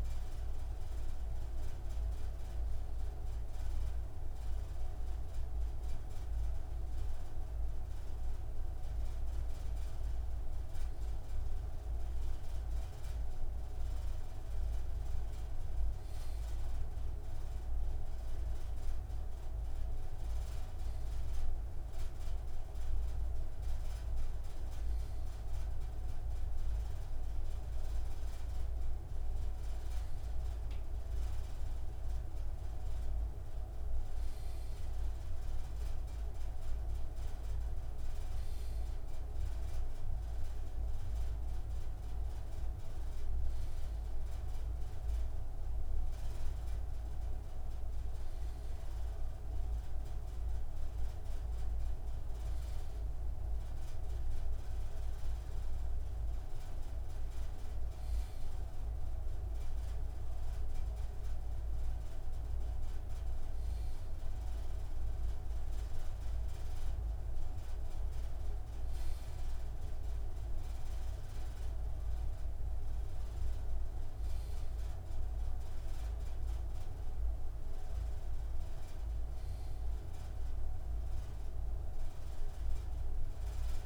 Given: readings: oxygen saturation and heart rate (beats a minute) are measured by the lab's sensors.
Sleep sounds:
breathing in sleep, hard to hear, by a room microphone; none
none scored
From the record:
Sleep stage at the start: N2 (light sleep); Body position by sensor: on the left side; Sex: male

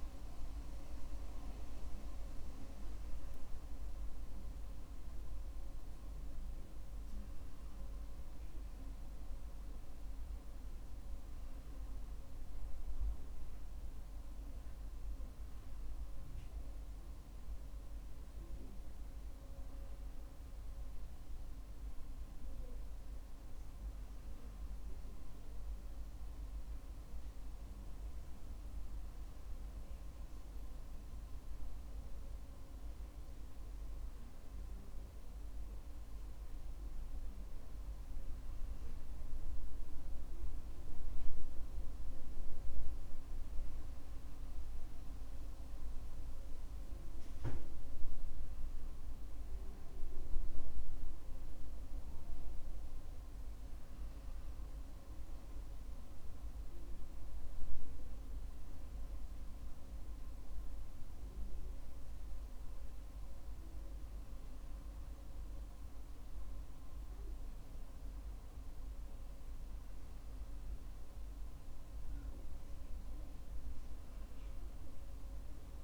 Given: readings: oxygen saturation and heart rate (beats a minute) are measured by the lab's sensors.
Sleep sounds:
a person awake in a sleep study, hard to hear, by a room microphone; none
63.50-75.84 s: new sleep stage, N1 (lightest sleep)
From the record:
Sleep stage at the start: awake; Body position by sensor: on the back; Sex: male

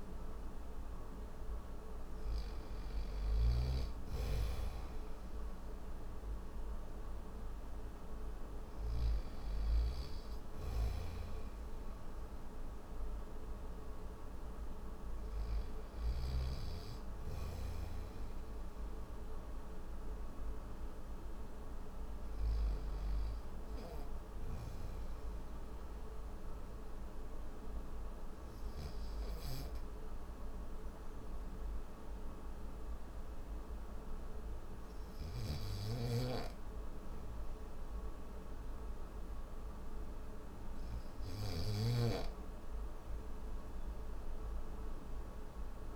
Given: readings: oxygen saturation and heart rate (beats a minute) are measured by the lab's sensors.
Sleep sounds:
breathing in sleep, hard to hear, by a room microphone; none
0.00-2.50 s: snoring (device-marked)
4.50-15.50 s: oxygen desaturation (device-marked, oxygen 97% before, 92% lowest, heart rate 64 before, 69 extreme)
41.00-45.96 s: snoring (device-marked)
From the record:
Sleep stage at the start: N1 (lightest sleep); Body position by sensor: on the back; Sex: male

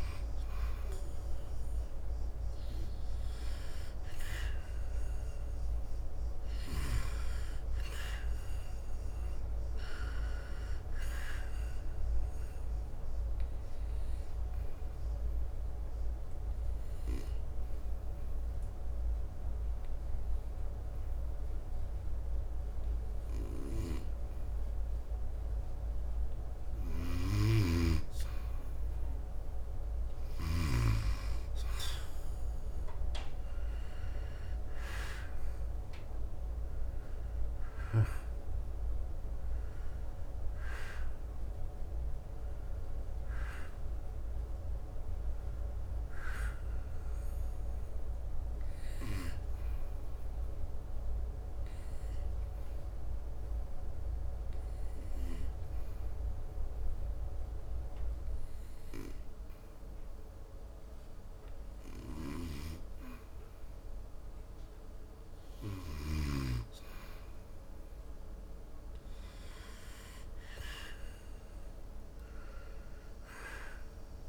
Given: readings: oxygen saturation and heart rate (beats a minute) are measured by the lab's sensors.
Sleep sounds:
breathing in sleep by a room microphone; 2
0.00-1.00 s: arousal
1.50-33.50 s: oxygen desaturation (device-marked, oxygen 96% before, 89% lowest, heart rate 70 before, 70 extreme)
12.00-27.50 s: hypopnea (oxygen 96% before, 85% lowest, heart rate 70 before, 70 extreme, up 4 after)
30.50-33.50 s: arousal
40.50-64.50 s: oxygen desaturation (device-marked, oxygen 94% before, 85% lowest, heart rate 73 before, 70 extreme)
49.00-66.50 s: hypopnea (oxygen 94% before, 85% lowest, heart rate 76 before, 70 extreme, up 4 after)
69.50-74.00 s: arousal
From the record:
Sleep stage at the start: N2 (light sleep); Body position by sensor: on the back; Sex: male

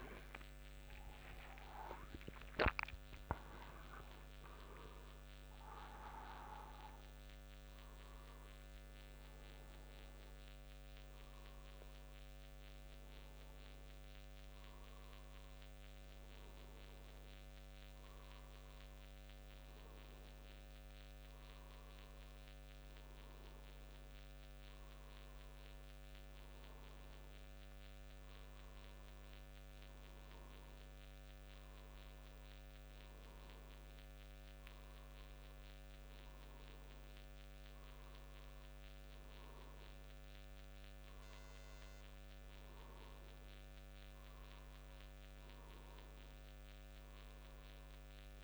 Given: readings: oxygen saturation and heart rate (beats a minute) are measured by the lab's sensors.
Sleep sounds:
a person awake in a sleep study, by a microphone on the trachea; none
none scored
From the record:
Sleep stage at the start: awake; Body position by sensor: on the front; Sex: male

